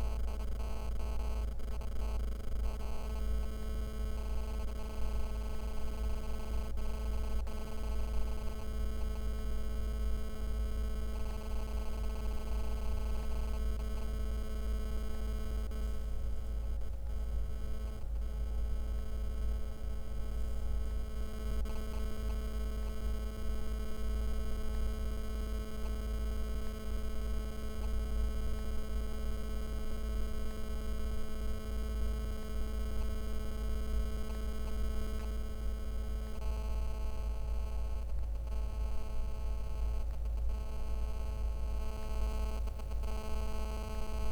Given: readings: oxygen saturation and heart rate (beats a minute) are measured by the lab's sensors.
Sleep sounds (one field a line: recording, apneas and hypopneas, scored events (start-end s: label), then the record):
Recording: breathing in sleep by a room microphone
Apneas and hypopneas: none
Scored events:
20.50-44.32 s: oxygen desaturation (device-marked, oxygen 96% before, 92% lowest, heart rate 67 before, 66 extreme)
From the record:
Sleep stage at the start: N2 (light sleep)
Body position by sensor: on the right side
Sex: male